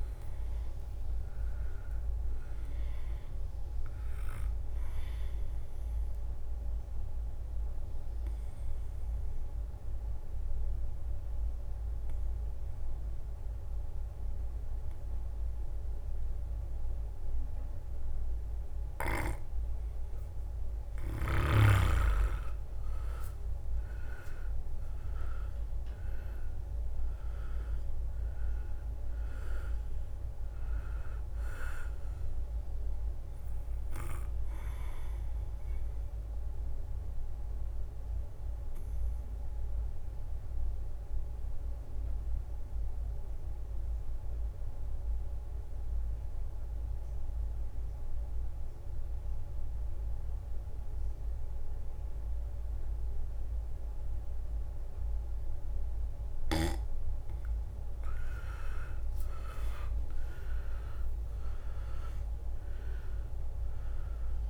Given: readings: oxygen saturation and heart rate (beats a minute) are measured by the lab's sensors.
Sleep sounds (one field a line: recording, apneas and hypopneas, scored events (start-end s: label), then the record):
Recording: breathing in sleep by a room microphone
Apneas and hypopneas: 2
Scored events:
0.00-7.00 s: drop in pulse transit time (device-marked, heart rate 65 extreme)
6.00-20.00 s: obstructive apnea (oxygen 100% before, 92% lowest, heart rate 67 before, 64 extreme, up 6 after)
22.00-25.50 s: arousal
24.00-37.00 s: drop in pulse transit time (device-marked, heart rate 65 before, 66 extreme)
24.50-26.50 s: leg movement (device-marked)
25.00-48.00 s: oxygen desaturation (device-marked, oxygen 98% before, 93% lowest, heart rate 65 before, 63 extreme)
37.00-56.50 s: obstructive apnea (oxygen 98% before, 92% lowest, heart rate 67 before, 63 extreme, up 8 after)
57.00-64.50 s: drop in pulse transit time (device-marked, heart rate 65 before, 67 extreme)
59.00-63.50 s: arousal
63.00-64.50 s: oxygen desaturation (device-marked, oxygen 99% before, 92% lowest, heart rate 66 before, 61 extreme)
From the record:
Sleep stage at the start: N2 (light sleep)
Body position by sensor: on the back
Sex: male